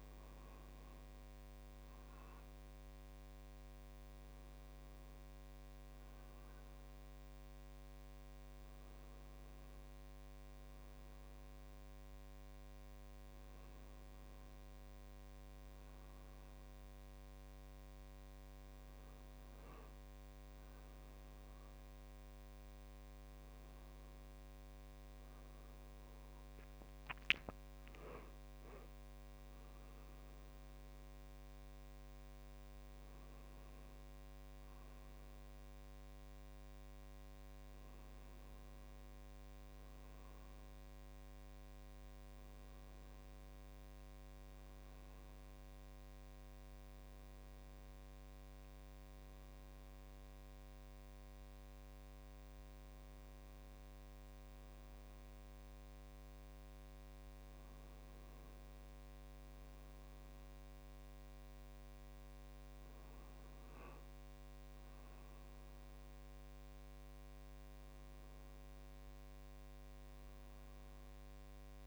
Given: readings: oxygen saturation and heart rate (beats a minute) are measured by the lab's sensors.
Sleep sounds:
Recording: a person awake in a sleep study, hard to hear, by a microphone on the trachea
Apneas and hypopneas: none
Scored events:
none scored
From the record:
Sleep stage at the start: awake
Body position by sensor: on the right side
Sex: male

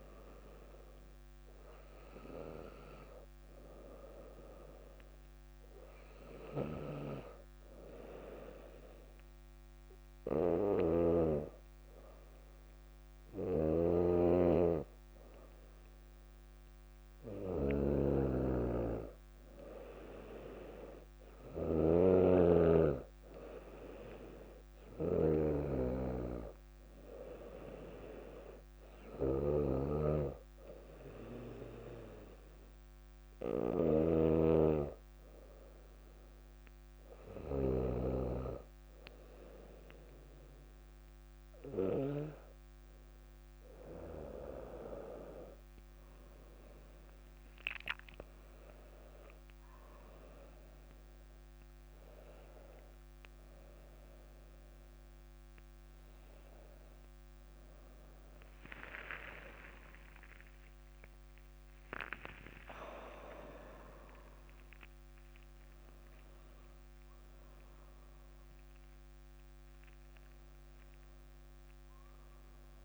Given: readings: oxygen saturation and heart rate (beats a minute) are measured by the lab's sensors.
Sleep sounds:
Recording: breathing in sleep by a microphone on the trachea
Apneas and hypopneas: 2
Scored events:
0.00-9.00 s: oxygen desaturation (device-marked, oxygen 95% lowest, heart rate 56 extreme)
5.50-18.50 s: hypopnea (oxygen 99% before, 95% lowest, heart rate 58 before, 55 extreme, up 2 after)
10.50-22.00 s: snoring (device-marked)
21.00-25.00 s: arousal
30.50-42.50 s: hypopnea (oxygen 98% before, 95% lowest, heart rate 57 before, 55 extreme, up 9 after)
47.00-50.50 s: arousal
From the record:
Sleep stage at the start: N2 (light sleep)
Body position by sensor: on the back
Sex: female

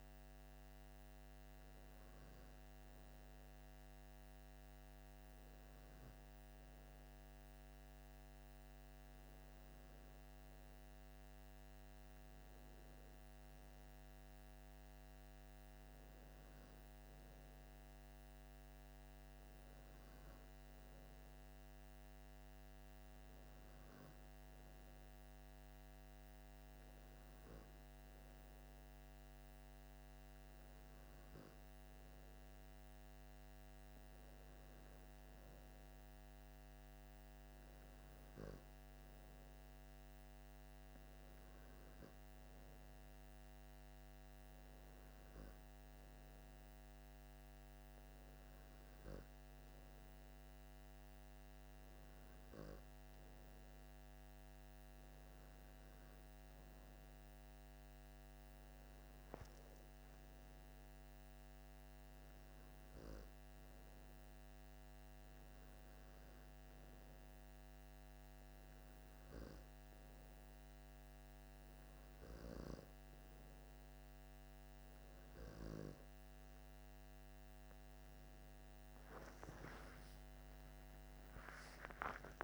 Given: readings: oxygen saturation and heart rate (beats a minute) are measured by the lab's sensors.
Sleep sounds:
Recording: breathing in sleep, hard to hear, by a microphone on the trachea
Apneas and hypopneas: none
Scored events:
80.00-82.44 s: arousal
From the record:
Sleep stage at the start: N2 (light sleep)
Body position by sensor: on the left side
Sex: male

